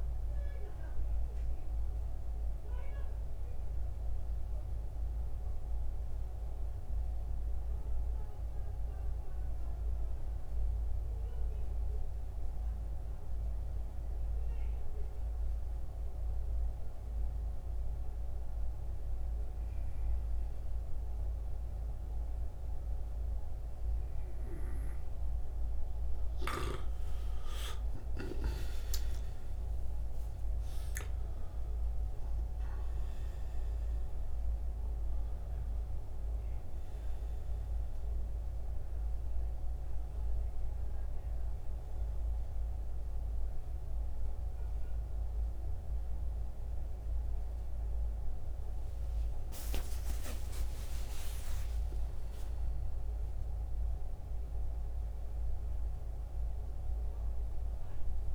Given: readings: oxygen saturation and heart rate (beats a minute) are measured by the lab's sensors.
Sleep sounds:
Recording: breathing in sleep, hard to hear, by a room microphone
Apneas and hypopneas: 1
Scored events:
2.50-15.50 s: oxygen desaturation (device-marked, oxygen 93% before, 86% lowest, heart rate 76 before, 65 extreme)
5.50-25.00 s: mixed apnea (oxygen 94% before, 85% lowest, heart rate 77 before, 65 extreme, up 18 after)
26.50-31.50 s: arousal
36.50-58.35 s: new sleep stage, N1 (lightest sleep)
39.50-55.50 s: oxygen desaturation (device-marked, oxygen 93% before, 85% lowest, heart rate 76 before, 68 extreme)
From the record:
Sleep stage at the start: N2 (light sleep)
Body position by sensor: on the back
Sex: male

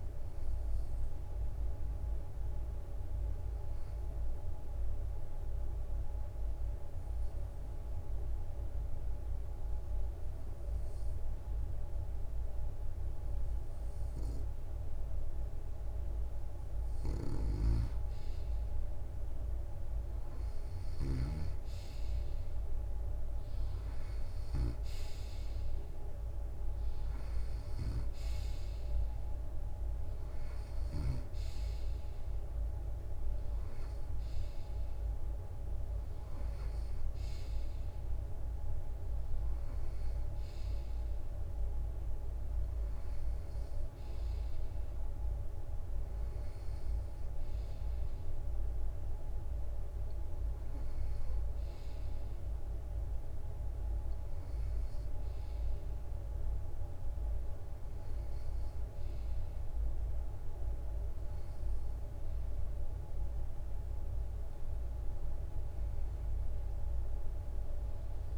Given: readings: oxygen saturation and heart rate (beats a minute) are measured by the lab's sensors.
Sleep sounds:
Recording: breathing in sleep, hard to hear, by a room microphone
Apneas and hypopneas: 1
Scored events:
3.00-15.50 s: hypopnea (oxygen 97% before, 94% lowest, heart rate 67 before, 62 extreme, up 0 after)
16.50-24.50 s: snoring (device-marked)
18.50-22.50 s: arousal
From the record:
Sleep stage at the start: N2 (light sleep)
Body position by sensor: on the right side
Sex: male

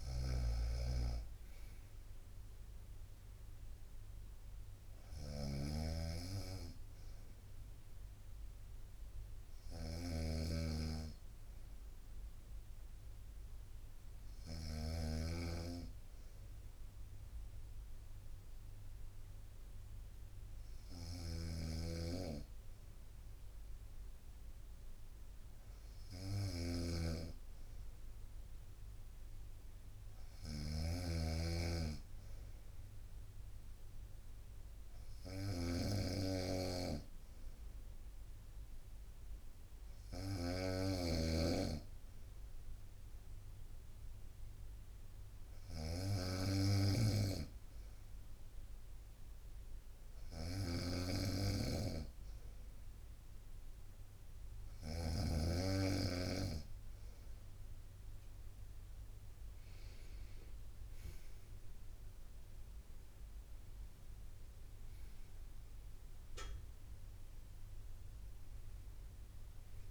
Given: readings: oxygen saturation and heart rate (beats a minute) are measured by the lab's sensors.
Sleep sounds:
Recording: breathing in sleep by a room microphone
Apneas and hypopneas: none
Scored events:
0.00-14.50 s: snoring (device-marked)
20.50-55.00 s: snoring (device-marked)
60.00-64.00 s: arousal
From the record:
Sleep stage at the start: N2 (light sleep)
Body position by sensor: on the right side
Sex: female

